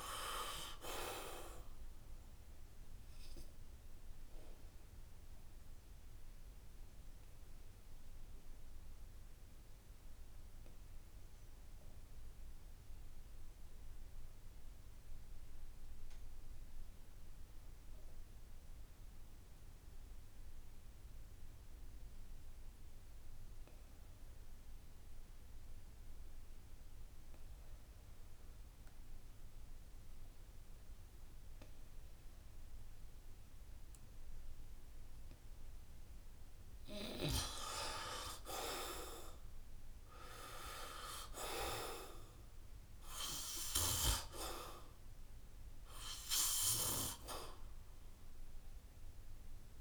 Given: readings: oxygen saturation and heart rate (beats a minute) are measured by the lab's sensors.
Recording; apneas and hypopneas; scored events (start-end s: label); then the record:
breathing in sleep by a room microphone; 1
0.00-20.50 s: oxygen desaturation (device-marked, oxygen 74% lowest, heart rate 66 extreme)
6.50-35.50 s: obstructive apnea (oxygen 90% before, 74% lowest, heart rate 76 before, 66 extreme, up 9 after)
31.50-33.50 s: long interval between heartbeats (device-marked, heart rate 69 before, 69 extreme)
31.50-49.81 s: oxygen desaturation (device-marked, oxygen 97% before, 78% lowest, heart rate 69 before, 66 extreme)
38.50-42.00 s: arousal
From the record:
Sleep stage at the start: N2 (light sleep); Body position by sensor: on the back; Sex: male